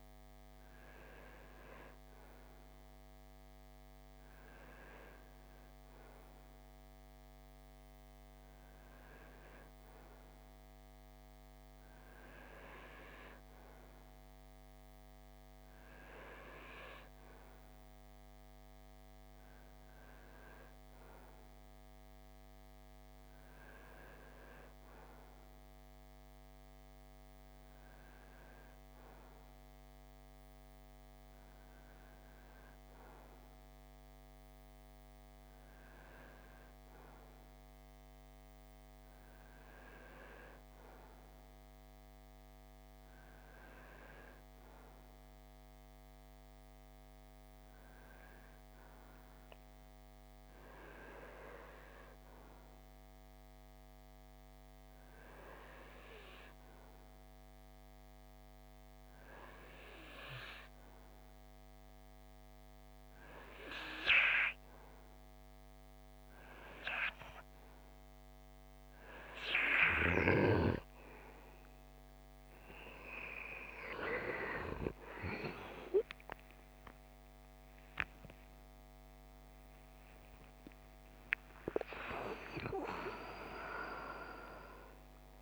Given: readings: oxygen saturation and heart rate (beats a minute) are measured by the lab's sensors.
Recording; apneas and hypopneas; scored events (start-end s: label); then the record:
breathing in sleep by a microphone on the trachea; none
42.50-72.50 s: new sleep stage, N2 (light sleep)
72.50-85.42 s: new sleep stage, N1 (lightest sleep)
76.00-82.50 s: arousal
From the record:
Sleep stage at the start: REM sleep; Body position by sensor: on the right side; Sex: male